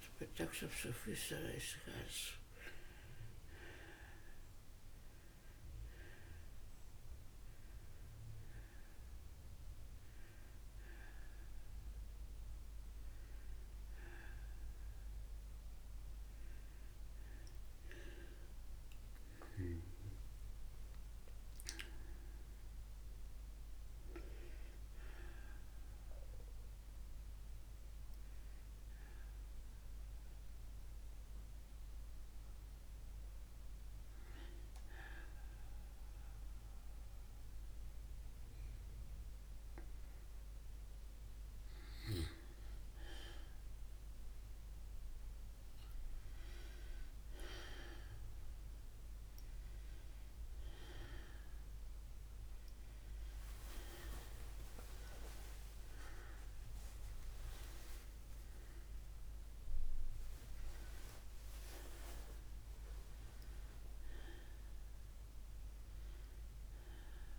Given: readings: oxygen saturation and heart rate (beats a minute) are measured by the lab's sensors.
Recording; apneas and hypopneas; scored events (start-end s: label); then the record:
a person awake in a sleep study, by a room microphone; none
2.50-21.50 s: oxygen desaturation (device-marked, oxygen 95% before, 89% lowest)
37.50-67.39 s: new sleep stage, N2 (light sleep)
54.50-67.39 s: oxygen desaturation (device-marked, oxygen 98% before, 93% lowest)
64.00-67.39 s: arousal
From the record:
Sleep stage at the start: awake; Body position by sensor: on the back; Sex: female